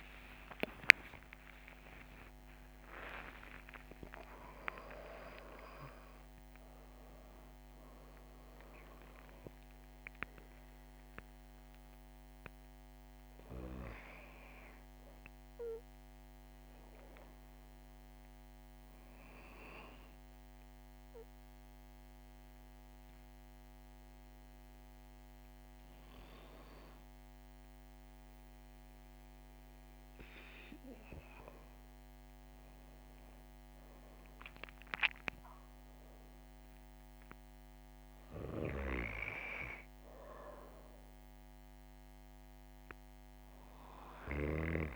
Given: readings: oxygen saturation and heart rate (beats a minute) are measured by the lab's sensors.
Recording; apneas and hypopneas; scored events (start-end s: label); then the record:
breathing in sleep by a microphone on the trachea; none
0.00-3.00 s: arousal
18.00-44.96 s: new sleep stage, N2 (light sleep)
From the record:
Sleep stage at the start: N3 (deep sleep); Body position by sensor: on the back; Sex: female